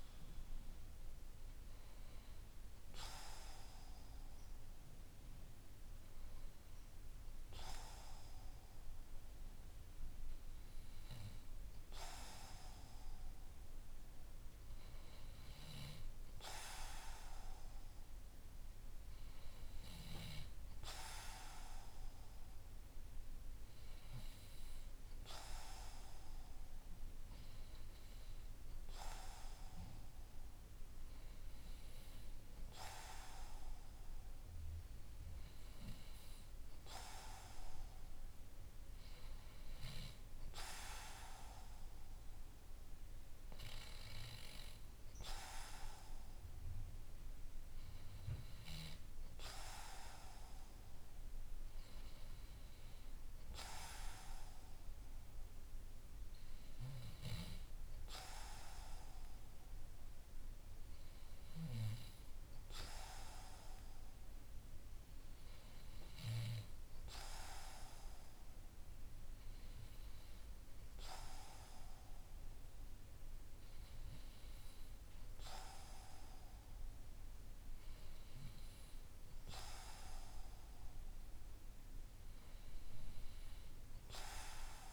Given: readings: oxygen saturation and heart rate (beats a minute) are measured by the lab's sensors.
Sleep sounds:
breathing in sleep by a room microphone; none
none scored
From the record:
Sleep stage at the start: N2 (light sleep); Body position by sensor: on the back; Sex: male

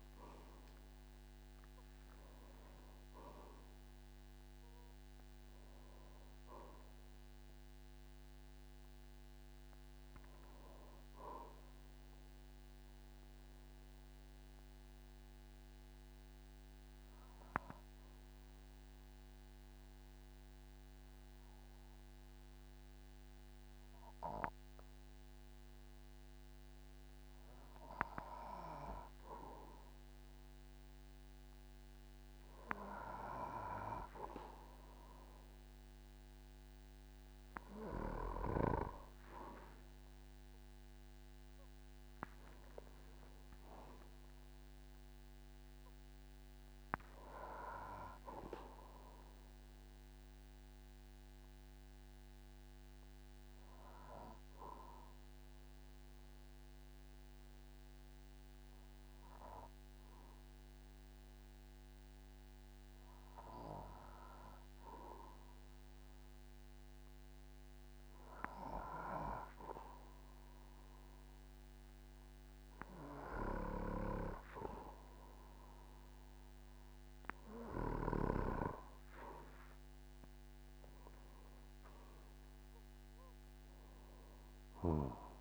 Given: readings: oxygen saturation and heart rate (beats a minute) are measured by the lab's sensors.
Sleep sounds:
breathing in sleep by a microphone on the trachea; 2
0.00-1.00 s: long interval between heartbeats (device-marked, heart rate 91 extreme)
0.00-3.50 s: arousal
0.00-8.00 s: oxygen desaturation (device-marked, oxygen 92% lowest, heart rate 47 extreme)
2.00-4.00 s: long interval between heartbeats (device-marked, heart rate 61 before, 94 extreme)
10.00-29.00 s: oxygen desaturation (device-marked, oxygen 95% before, 92% lowest, heart rate 73 before, 47 extreme)
12.50-28.50 s: obstructive apnea (oxygen 98% before, 92% lowest, heart rate 73 before, 47 extreme, up 4 after)
30.50-33.50 s: arousal
44.00-58.00 s: oxygen desaturation (device-marked, oxygen 98% before, 94% lowest, heart rate 52 before, 47 extreme)
49.50-67.00 s: obstructive apnea (oxygen 99% before, 93% lowest, heart rate 52 before, 47 extreme, up 3 after)
70.50-73.50 s: arousal
79.00-85.41 s: oxygen desaturation (device-marked, oxygen 97% before, 93% lowest, heart rate 49 before, 48 extreme)
82.00-84.00 s: long interval between heartbeats (device-marked, heart rate 51 before, 75 extreme)
From the record:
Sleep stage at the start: N2 (light sleep); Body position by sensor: on the back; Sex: male

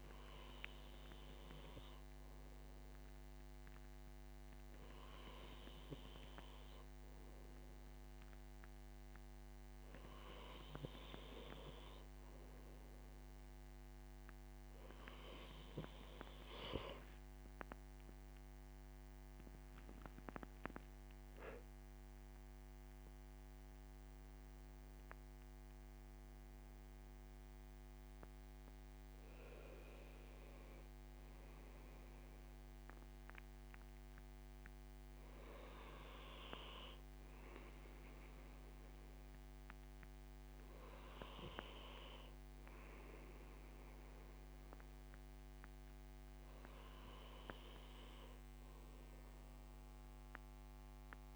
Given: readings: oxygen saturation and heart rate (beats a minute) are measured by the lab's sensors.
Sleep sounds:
breathing in sleep by a microphone on the trachea; none
none scored
From the record:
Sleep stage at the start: N2 (light sleep); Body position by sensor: on the right side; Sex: male

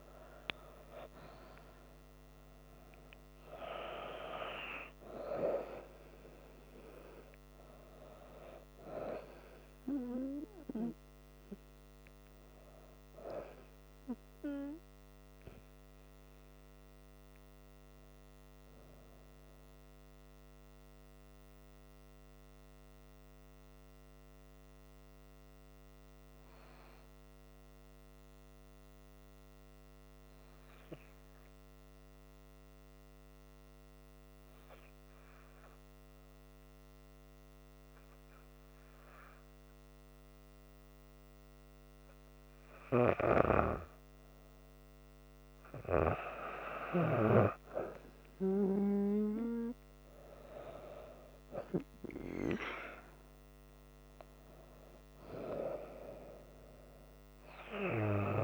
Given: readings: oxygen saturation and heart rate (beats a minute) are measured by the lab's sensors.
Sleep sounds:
breathing in sleep by a microphone on the trachea; 1
0.00-26.50 s: oxygen desaturation (device-marked, oxygen 90% lowest, heart rate 65 extreme)
18.00-42.50 s: hypopnea (oxygen 98% before, 90% lowest, heart rate 72 before, 64 extreme, up 7 after)
44.50-58.43 s: oxygen desaturation (device-marked, oxygen 98% before, 91% lowest, heart rate 66 before, 63 extreme)
45.50-48.50 s: arousal
From the record:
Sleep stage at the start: N2 (light sleep); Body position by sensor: on the back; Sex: female

